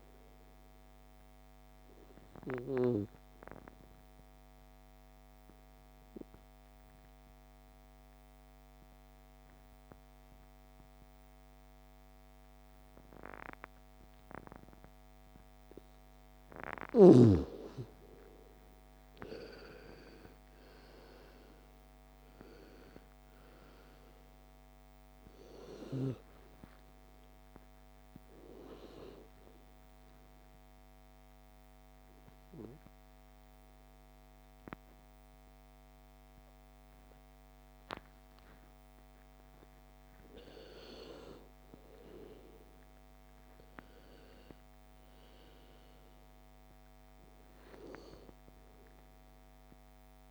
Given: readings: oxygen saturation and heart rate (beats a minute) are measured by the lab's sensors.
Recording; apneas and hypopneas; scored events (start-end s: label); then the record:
breathing in sleep by a microphone on the trachea; 2
0.00-6.50 s: oxygen desaturation (device-marked, oxygen 90% lowest, heart rate 37 extreme)
2.00-16.00 s: obstructive apnea (oxygen 98% before, 88% lowest, heart rate 60 before, 37 extreme, up 47 after)
18.50-21.00 s: arousal
24.50-45.50 s: oxygen desaturation (device-marked, oxygen 97% before, 88% lowest, heart rate 56 before, 35 extreme)
30.00-40.50 s: obstructive apnea (oxygen 98% before, 88% lowest, heart rate 61 before, 35 extreme, up 39 after)
42.50-46.50 s: arousal
From the record:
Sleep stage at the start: N2 (light sleep); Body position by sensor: on the left side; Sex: female